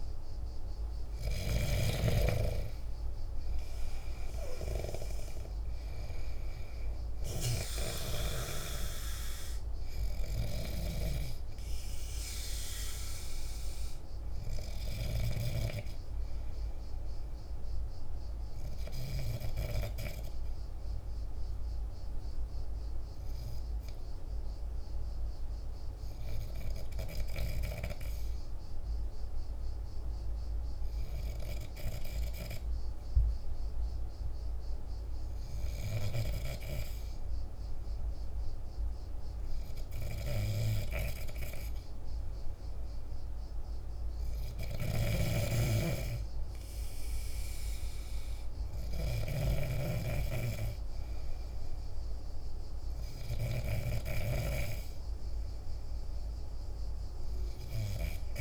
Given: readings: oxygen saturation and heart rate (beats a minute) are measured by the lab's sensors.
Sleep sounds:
breathing in sleep by a room microphone; 1
22.00-33.00 s: hypopnea (oxygen 96% before, 94% lowest, heart rate 56 before, 50 extreme, up 2 after)
35.00-38.50 s: arousal
42.50-58.41 s: oxygen desaturation (device-marked, oxygen 98% before, 94% lowest, heart rate 50 before, 50 extreme)
44.50-49.00 s: snoring (device-marked)
From the record:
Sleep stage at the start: N2 (light sleep); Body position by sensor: on the back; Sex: male

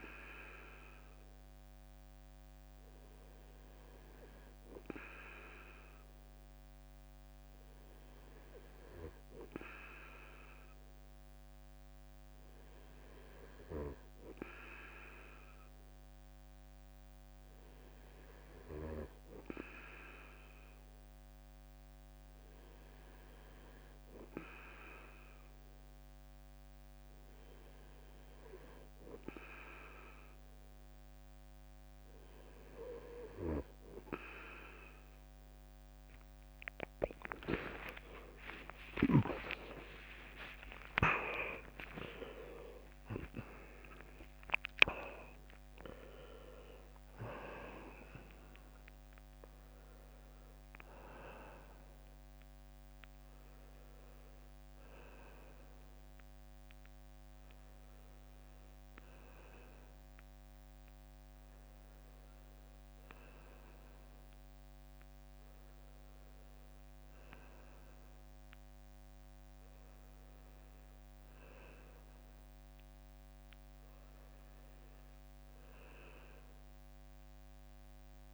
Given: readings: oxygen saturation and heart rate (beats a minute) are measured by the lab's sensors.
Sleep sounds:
a person partly awake in a sleep study, by a microphone on the trachea; none
38.50-51.50 s: tachycardia (device-marked, heart rate 72 before, 117 extreme)
39.50-69.50 s: new sleep stage, awake
41.50-43.50 s: long interval between heartbeats (device-marked, heart rate 74 before, 107 extreme)
46.50-61.50 s: drop in pulse transit time (device-marked, heart rate 84 before, 90 extreme)
69.50-78.34 s: new sleep stage, N2 (light sleep)
From the record:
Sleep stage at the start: N2 (light sleep); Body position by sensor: on the right side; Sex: male

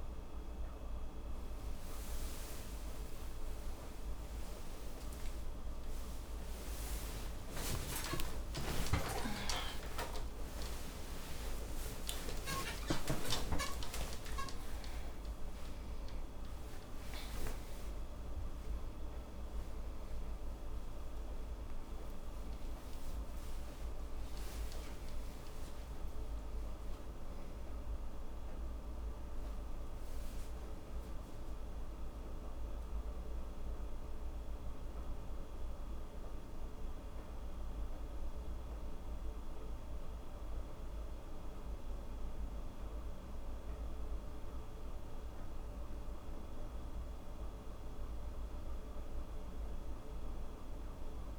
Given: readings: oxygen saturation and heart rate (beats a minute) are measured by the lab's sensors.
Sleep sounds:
a person partly awake in a sleep study, by a room microphone; none
0.00-17.50 s: oxygen desaturation (device-marked, oxygen 90% lowest, heart rate 77 extreme)
21.50-51.39 s: new sleep stage, N1 (lightest sleep)
From the record:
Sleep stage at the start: awake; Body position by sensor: on the right side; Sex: female

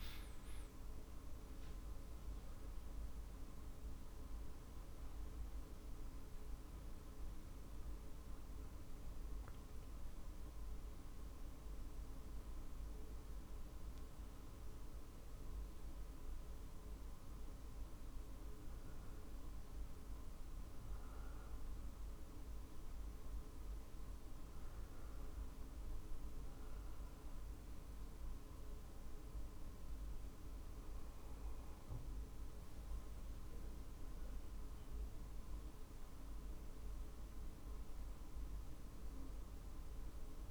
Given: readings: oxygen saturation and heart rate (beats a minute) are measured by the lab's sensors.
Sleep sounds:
breathing in sleep, hard to hear, by a room microphone; none
0.00-9.50 s: oxygen desaturation (device-marked, oxygen 91% lowest, heart rate 48 extreme)
0.00-14.50 s: drop in pulse transit time (device-marked, heart rate 55 extreme)
9.50-40.50 s: new sleep stage, REM sleep
20.50-40.50 s: oxygen desaturation (device-marked, oxygen 92% before, 80% lowest, heart rate 55 before, 48 extreme)
From the record:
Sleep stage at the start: N2 (light sleep); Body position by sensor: on the back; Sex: male

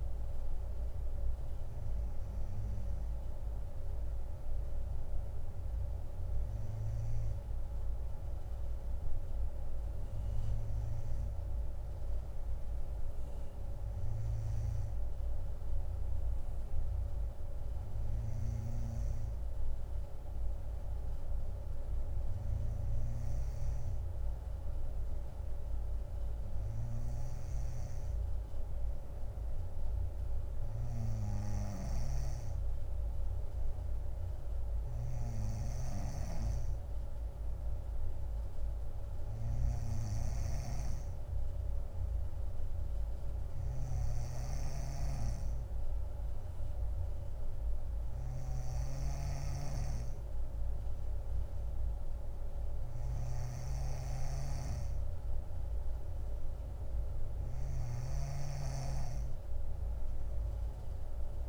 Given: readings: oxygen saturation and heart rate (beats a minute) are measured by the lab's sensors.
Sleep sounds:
breathing in sleep by a room microphone; none
23.50-61.49 s: snoring (device-marked)
From the record:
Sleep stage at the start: N2 (light sleep); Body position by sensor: on the front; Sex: female

